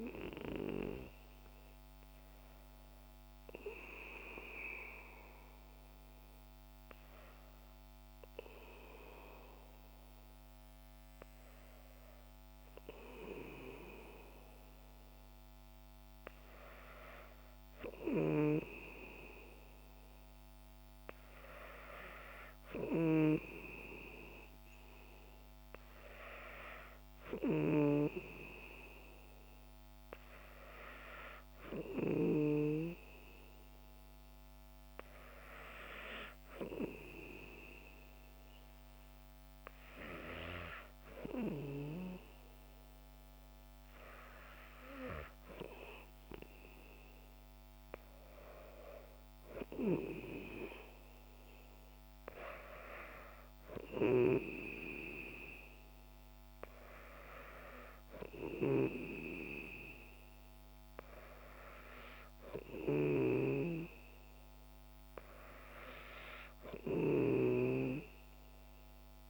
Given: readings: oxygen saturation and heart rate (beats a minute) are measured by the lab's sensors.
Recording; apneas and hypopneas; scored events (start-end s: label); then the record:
breathing in sleep by a microphone on the trachea; none
9.00-13.00 s: arousal
From the record:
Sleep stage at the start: N2 (light sleep); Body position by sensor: on the back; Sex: female